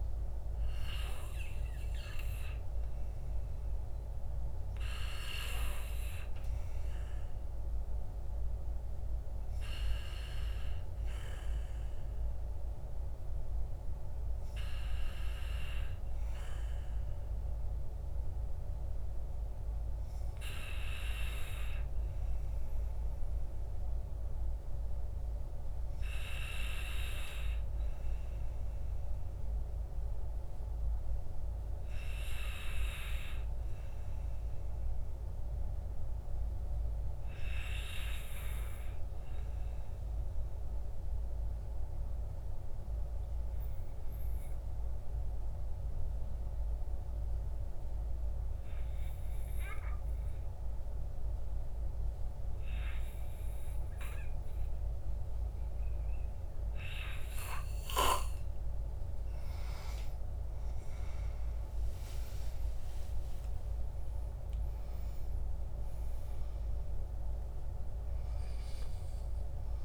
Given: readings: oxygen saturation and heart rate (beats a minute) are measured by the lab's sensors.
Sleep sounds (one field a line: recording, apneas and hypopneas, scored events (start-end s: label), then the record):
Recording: breathing in sleep by a room microphone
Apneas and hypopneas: 1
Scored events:
0.00-11.00 s: oxygen desaturation (device-marked, oxygen 93% lowest, heart rate 47 extreme)
38.50-57.00 s: obstructive apnea (oxygen 97% before, 91% lowest, heart rate 51 before, 45 extreme, up 18 after)
59.00-69.85 s: oxygen desaturation (device-marked, oxygen 96% before, 91% lowest, heart rate 54 before, 45 extreme)
60.00-65.00 s: arousal
From the record:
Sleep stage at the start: N2 (light sleep)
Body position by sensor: on the back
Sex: male